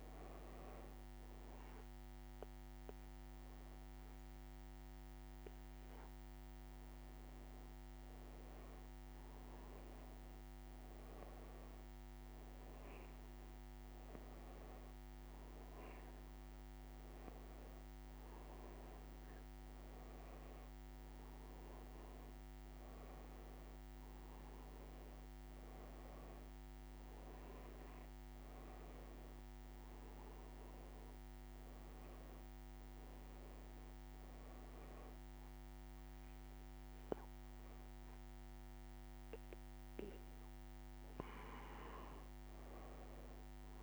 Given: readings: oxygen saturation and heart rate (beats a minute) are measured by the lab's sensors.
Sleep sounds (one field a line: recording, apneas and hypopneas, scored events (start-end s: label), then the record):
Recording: breathing in sleep, hard to hear, by a microphone on the trachea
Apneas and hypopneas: none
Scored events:
none scored
From the record:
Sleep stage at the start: N2 (light sleep)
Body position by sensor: on the back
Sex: female